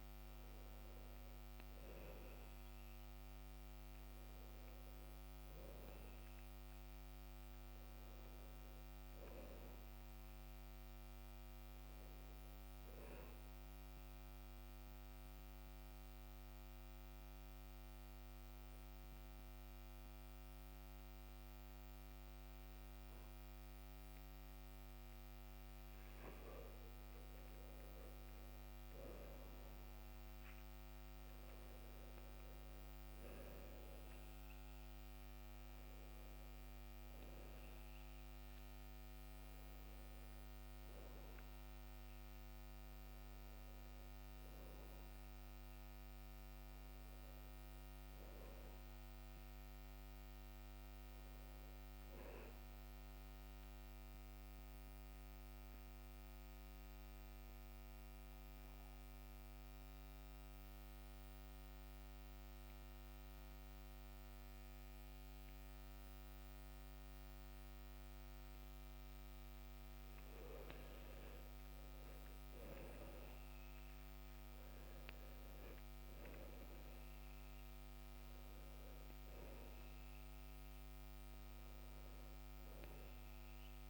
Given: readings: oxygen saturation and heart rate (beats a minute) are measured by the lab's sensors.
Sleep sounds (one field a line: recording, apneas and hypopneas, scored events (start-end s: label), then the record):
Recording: breathing in sleep, hard to hear, by a microphone on the trachea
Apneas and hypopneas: 2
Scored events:
15.00-27.00 s: obstructive apnea (oxygen 95% before, 93% lowest, heart rate 68 before, 62 extreme, up 8 after)
29.00-34.00 s: arousal
52.50-68.50 s: obstructive apnea (oxygen 97% before, 93% lowest, heart rate 68 before, 60 extreme, up 10 after)
72.00-77.00 s: arousal
From the record:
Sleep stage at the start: REM sleep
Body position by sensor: on the back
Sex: male